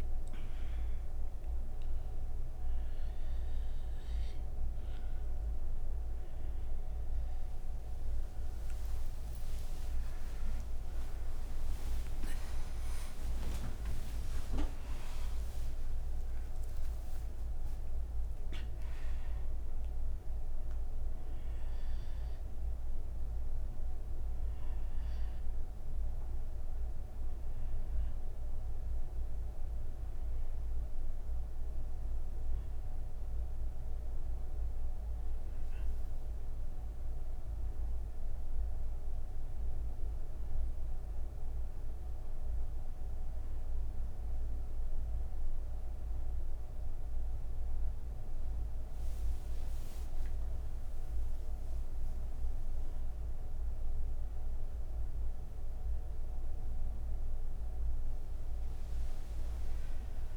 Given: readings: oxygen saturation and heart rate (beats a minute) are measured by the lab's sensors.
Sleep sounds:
breathing in sleep, hard to hear, by a room microphone; 1
26.00-37.00 s: hypopnea (oxygen 97% before, 89% lowest, heart rate 61 before, 28 extreme, up 21 after)
41.50-51.50 s: oxygen desaturation (device-marked, oxygen 96% before, 89% lowest, heart rate 42 before, 28 extreme)
From the record:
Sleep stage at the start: N1 (lightest sleep); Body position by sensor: on the back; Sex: female

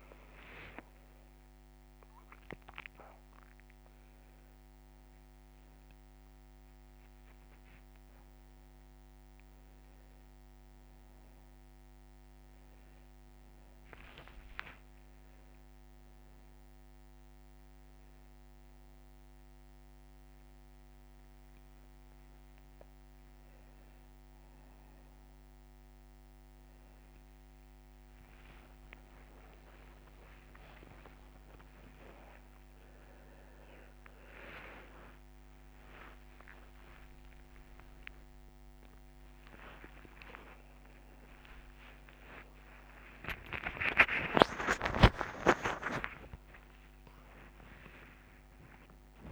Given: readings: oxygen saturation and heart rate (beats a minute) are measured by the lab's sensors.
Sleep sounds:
a person awake in a sleep study, by a microphone on the trachea; none
none scored
From the record:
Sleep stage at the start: awake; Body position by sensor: on the back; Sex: male

